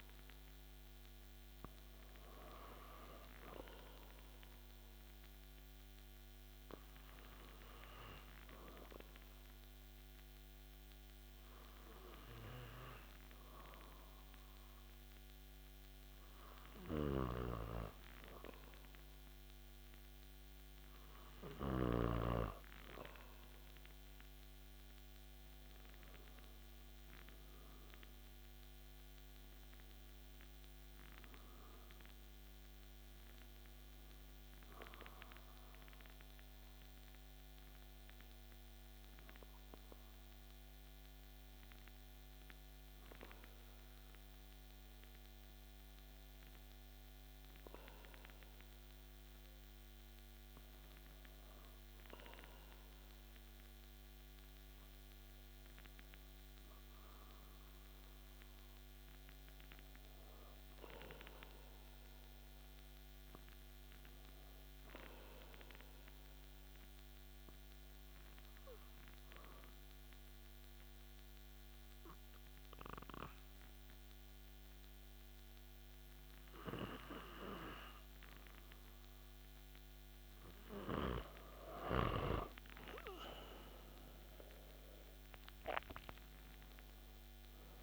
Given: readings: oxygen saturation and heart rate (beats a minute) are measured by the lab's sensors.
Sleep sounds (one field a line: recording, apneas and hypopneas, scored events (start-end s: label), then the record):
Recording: breathing in sleep by a microphone on the trachea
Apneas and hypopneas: 3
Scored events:
5.00-18.50 s: hypopnea (oxygen 97% before, 94% lowest)
17.00-22.50 s: snoring (device-marked)
26.50-31.00 s: arousal
43.00-57.50 s: hypopnea (oxygen 96% before, 93% lowest)
61.50-65.00 s: arousal
68.00-79.50 s: obstructive apnea (oxygen 96% before, 93% lowest)
83.50-87.83 s: arousal
From the record:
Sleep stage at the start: N2 (light sleep)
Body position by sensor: on the back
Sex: male